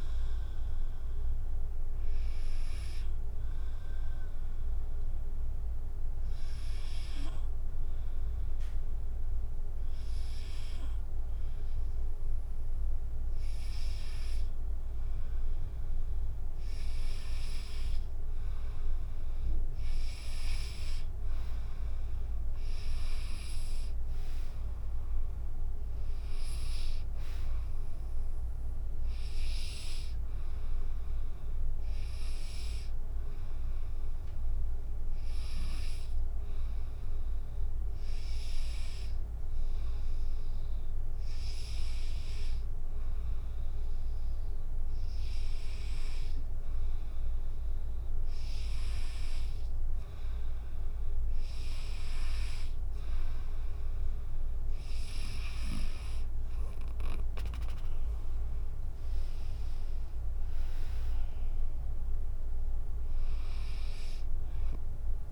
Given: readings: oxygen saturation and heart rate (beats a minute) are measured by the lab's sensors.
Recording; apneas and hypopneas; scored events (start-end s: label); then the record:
breathing in sleep by a room microphone; 2
0.50-12.00 s: hypopnea (oxygen 96% before, 93% lowest, heart rate 68 before, 53 extreme, up 5 after)
17.00-30.00 s: drop in pulse transit time (device-marked, heart rate 63 before, 53 extreme)
22.50-27.00 s: arousal
35.00-47.00 s: hypopnea (oxygen 96% before, 93% lowest, heart rate 60 before, 45 extreme)
60.00-65.32 s: new sleep stage, awake
From the record:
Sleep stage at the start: N2 (light sleep); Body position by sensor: on the back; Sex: female